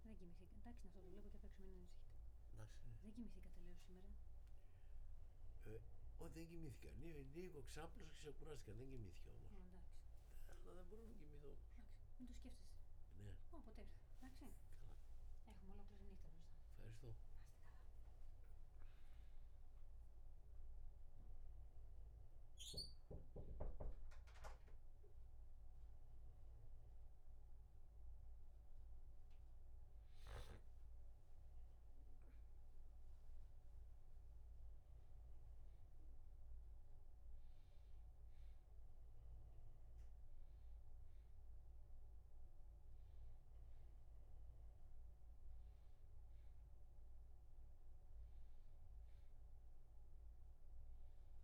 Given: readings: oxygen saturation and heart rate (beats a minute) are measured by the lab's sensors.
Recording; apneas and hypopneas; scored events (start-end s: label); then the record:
a person awake in a sleep study, by a room microphone; none
none scored
From the record:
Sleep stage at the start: awake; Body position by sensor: on the back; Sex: male